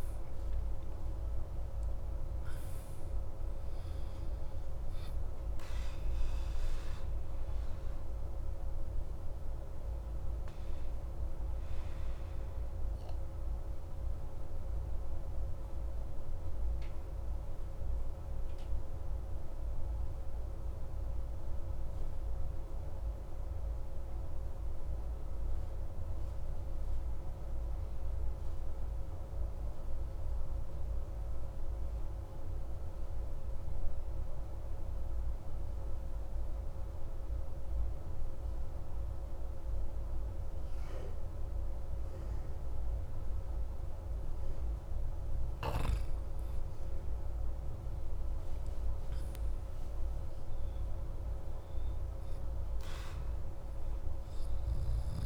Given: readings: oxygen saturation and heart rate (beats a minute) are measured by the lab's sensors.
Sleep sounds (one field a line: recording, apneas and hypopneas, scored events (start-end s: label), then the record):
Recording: breathing in sleep, hard to hear, by a room microphone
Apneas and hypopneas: 1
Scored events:
0.00-5.00 s: oxygen desaturation (device-marked, oxygen 89% lowest)
6.50-44.00 s: obstructive apnea (oxygen 95% before, 89% lowest)
47.00-51.50 s: arousal
From the record:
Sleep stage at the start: N2 (light sleep)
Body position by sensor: on the back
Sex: male